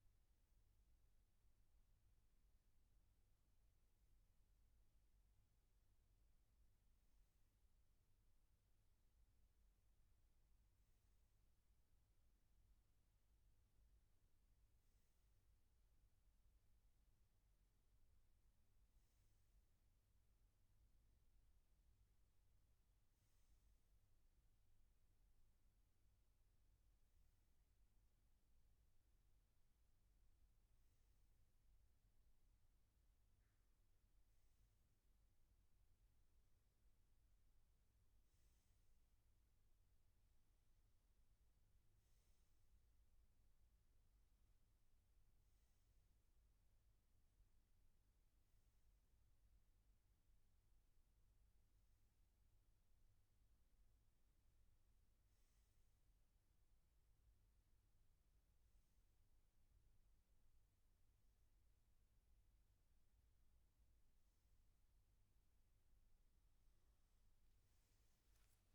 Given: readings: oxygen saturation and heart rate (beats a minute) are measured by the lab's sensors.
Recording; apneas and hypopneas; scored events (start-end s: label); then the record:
breathing in sleep, hard to hear, by a room microphone; none
none scored
From the record:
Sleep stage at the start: N1 (lightest sleep); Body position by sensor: on the back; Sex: male